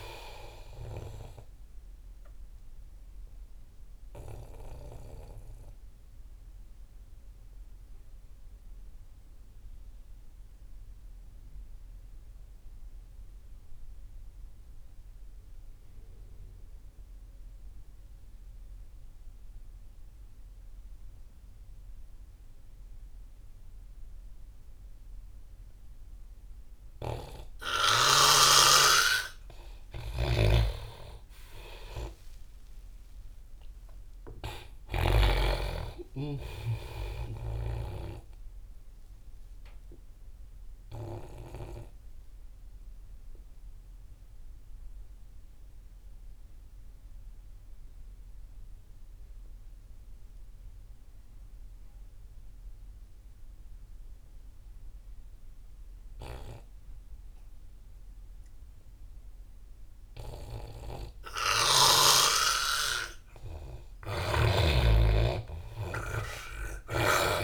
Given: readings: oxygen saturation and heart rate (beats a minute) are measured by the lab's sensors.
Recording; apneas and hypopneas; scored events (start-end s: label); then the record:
breathing in sleep by a room microphone; 2
0.00-16.00 s: oxygen desaturation (device-marked, oxygen 88% lowest)
2.00-28.50 s: obstructive apnea (oxygen 99% before, 85% lowest)
30.00-36.00 s: arousal
30.00-52.00 s: oxygen desaturation (device-marked, oxygen 98% before, 85% lowest)
35.00-38.50 s: snoring (device-marked)
39.00-63.00 s: obstructive apnea (oxygen 98% before, 85% lowest)
64.50-67.43 s: arousal
From the record:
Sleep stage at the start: N2 (light sleep); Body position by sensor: on the back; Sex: male